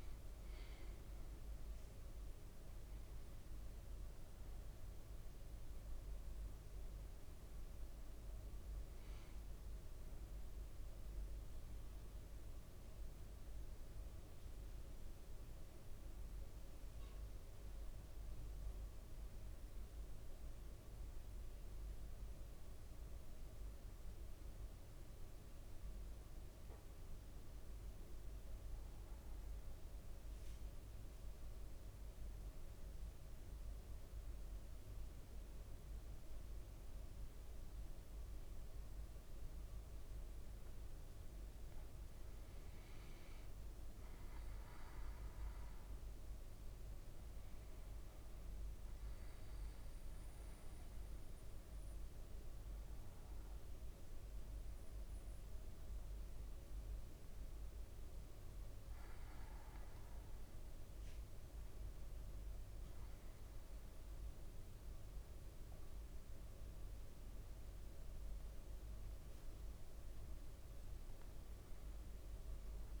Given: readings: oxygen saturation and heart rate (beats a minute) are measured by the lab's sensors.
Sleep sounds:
breathing in sleep, hard to hear, by a room microphone; 1
0.00-16.50 s: oxygen desaturation (device-marked, oxygen 94% lowest, heart rate 53 extreme)
12.50-73.00 s: new sleep stage, N2 (light sleep)
30.00-42.00 s: central apnea (oxygen 99% before, 95% lowest, heart rate 54 before, 54 extreme, up 2 after)
42.50-67.50 s: oxygen desaturation (device-marked, oxygen 99% before, 95% lowest, heart rate 54 before, 53 extreme)
43.00-46.00 s: arousal
From the record:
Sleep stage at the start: N1 (lightest sleep); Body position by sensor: on the back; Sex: male

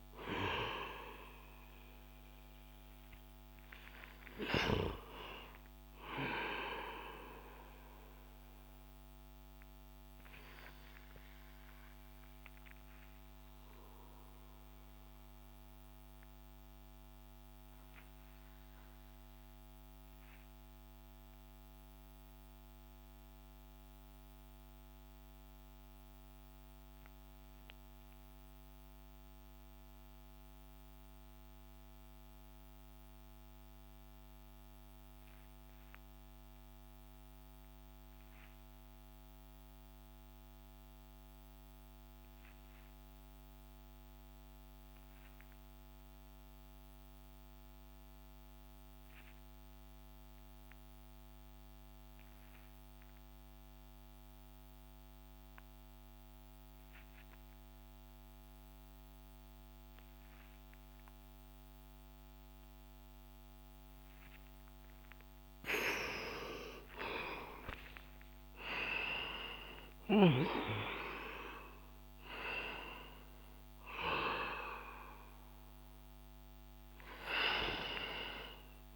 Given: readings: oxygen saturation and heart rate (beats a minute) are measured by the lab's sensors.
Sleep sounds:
breathing in sleep by a microphone on the trachea; 1
0.00-30.50 s: oxygen desaturation (device-marked, oxygen 89% lowest)
9.00-64.50 s: obstructive apnea (oxygen 98% before, 88% lowest)
52.50-78.96 s: oxygen desaturation (device-marked, oxygen 98% before, 88% lowest)
65.00-69.00 s: arousal
From the record:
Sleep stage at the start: N2 (light sleep); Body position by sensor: on the back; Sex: male

